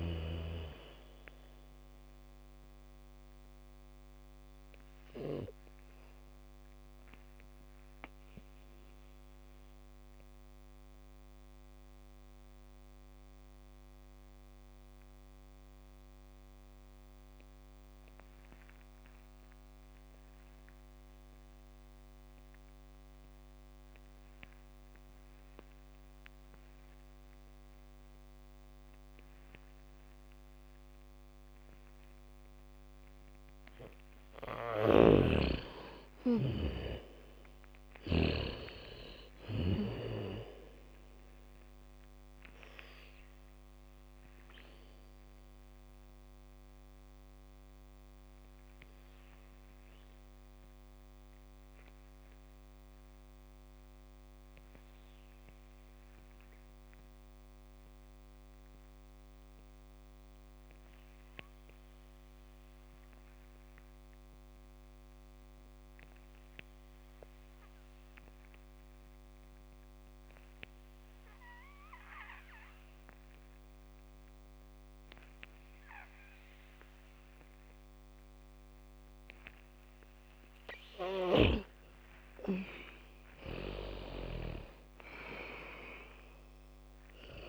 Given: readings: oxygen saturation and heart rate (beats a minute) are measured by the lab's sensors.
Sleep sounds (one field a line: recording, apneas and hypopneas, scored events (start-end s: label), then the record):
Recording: breathing in sleep by a microphone on the trachea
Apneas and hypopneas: 2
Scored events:
0.00-25.50 s: oxygen desaturation (device-marked, oxygen 79% lowest, heart rate 35 extreme)
6.50-34.00 s: mixed apnea (oxygen 99% before, 79% lowest, heart rate 62 before, 56 extreme, up 8 after)
29.50-35.50 s: bradycardia (device-marked, heart rate 70 before, 56 extreme)
32.50-63.50 s: oxygen desaturation (device-marked, oxygen 98% before, 81% lowest, heart rate 71 before, 40 extreme)
35.00-39.00 s: snoring (device-marked)
36.00-39.00 s: arousal
47.50-80.00 s: obstructive apnea (oxygen 98% before, 80% lowest, heart rate 64 before, 40 extreme, up 1 after)
72.50-86.50 s: bradycardia (device-marked, heart rate 70 before, 40 extreme)
72.50-87.49 s: oxygen desaturation (device-marked, oxygen 99% before, 80% lowest, heart rate 72 before, 40 extreme)
81.50-85.00 s: snoring (device-marked)
81.50-87.49 s: arousal
From the record:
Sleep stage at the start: N2 (light sleep)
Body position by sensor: on the back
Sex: female